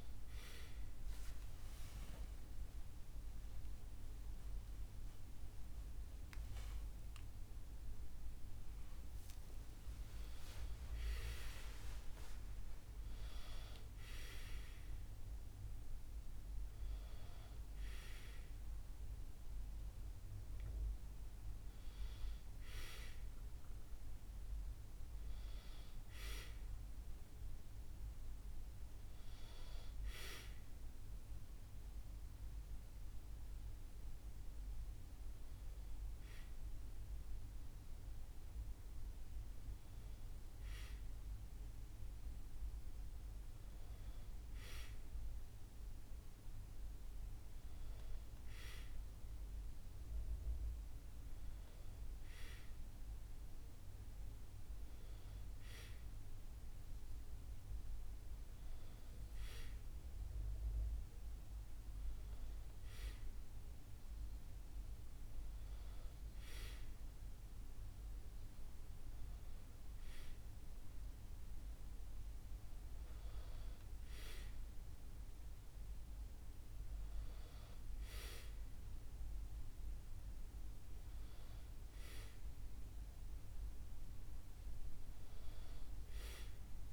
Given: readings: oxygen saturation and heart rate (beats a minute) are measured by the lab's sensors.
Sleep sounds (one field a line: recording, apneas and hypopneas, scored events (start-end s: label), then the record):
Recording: breathing in sleep by a room microphone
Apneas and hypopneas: none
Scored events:
1.50-6.50 s: arousal
From the record:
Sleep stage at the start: N1 (lightest sleep)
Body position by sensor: on the back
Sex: male